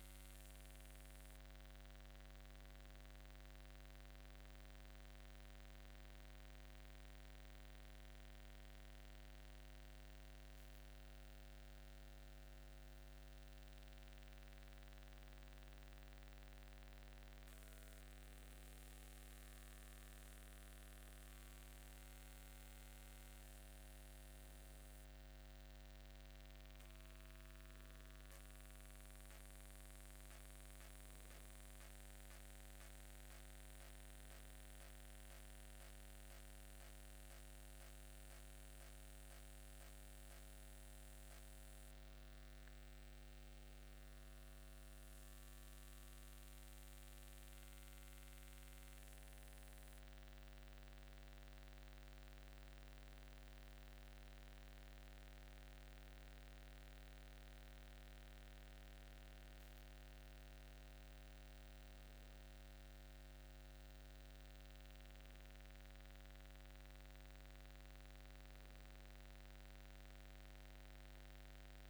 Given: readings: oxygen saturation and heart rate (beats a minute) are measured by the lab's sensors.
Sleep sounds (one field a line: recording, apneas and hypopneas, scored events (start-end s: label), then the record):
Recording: breathing in sleep, hard to hear, by a microphone on the trachea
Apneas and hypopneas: none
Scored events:
none scored
From the record:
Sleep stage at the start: N2 (light sleep)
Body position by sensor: upright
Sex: male